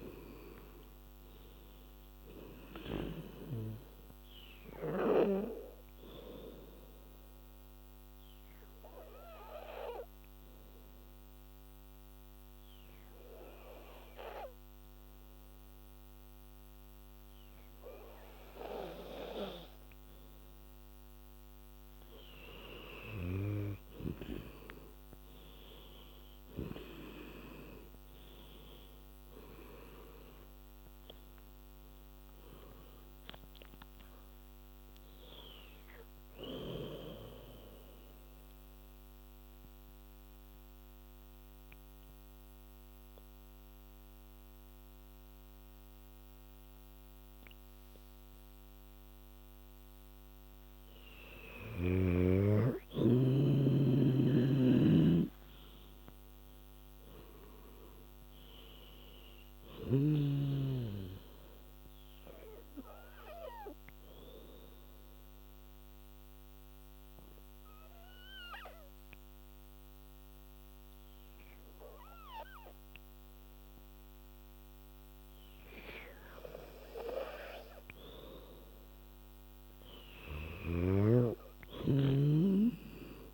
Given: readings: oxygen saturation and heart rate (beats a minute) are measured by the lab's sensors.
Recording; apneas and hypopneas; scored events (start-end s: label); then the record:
breathing in sleep by a microphone on the trachea; 3
0.00-3.00 s: arousal
0.00-7.00 s: oxygen desaturation (device-marked, oxygen 90% lowest, heart rate 65 extreme)
6.50-20.50 s: obstructive apnea (oxygen 98% before, 89% lowest, heart rate 79 before, 65 extreme, up 18 after)
24.00-42.00 s: oxygen desaturation (device-marked, oxygen 98% before, 90% lowest, heart rate 73 before, 67 extreme)
25.50-30.50 s: arousal
38.00-50.00 s: obstructive apnea (oxygen 98% before, 89% lowest, heart rate 80 before, 59 extreme, up 12 after)
52.50-56.50 s: arousal
54.00-60.00 s: snoring (device-marked)
54.00-72.00 s: oxygen desaturation (device-marked, oxygen 98% before, 89% lowest, heart rate 75 before, 59 extreme)
60.50-77.00 s: obstructive apnea (oxygen 98% before, 89% lowest, heart rate 74 before, 59 extreme, up 15 after)
80.00-83.00 s: arousal
80.00-83.34 s: oxygen desaturation (device-marked, oxygen 98% before, 90% lowest, heart rate 73 before, 68 extreme)
From the record:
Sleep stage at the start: N2 (light sleep); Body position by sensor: on the back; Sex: female